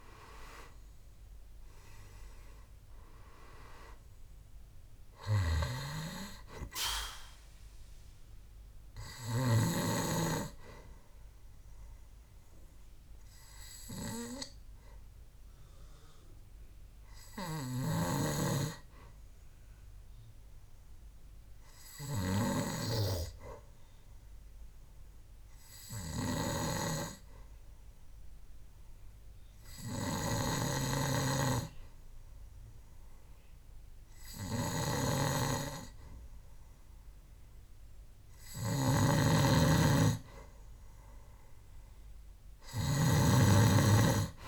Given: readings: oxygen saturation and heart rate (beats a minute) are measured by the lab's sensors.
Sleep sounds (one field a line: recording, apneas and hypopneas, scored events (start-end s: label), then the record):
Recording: breathing in sleep by a room microphone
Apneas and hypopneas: 1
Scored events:
0.00-3.50 s: arousal
2.00-24.00 s: oxygen desaturation (device-marked, oxygen 98% before, 93% lowest, heart rate 68 before, 63 extreme)
12.00-35.50 s: hypopnea (oxygen 98% before, 92% lowest, heart rate 69 before, 67 extreme, up 3 after)
39.00-42.50 s: arousal
39.00-44.48 s: snoring (device-marked)
43.00-44.48 s: oxygen desaturation (device-marked, oxygen 97% before, 92% lowest, heart rate 68 before, 67 extreme)
From the record:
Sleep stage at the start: N2 (light sleep)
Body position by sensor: on the back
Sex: male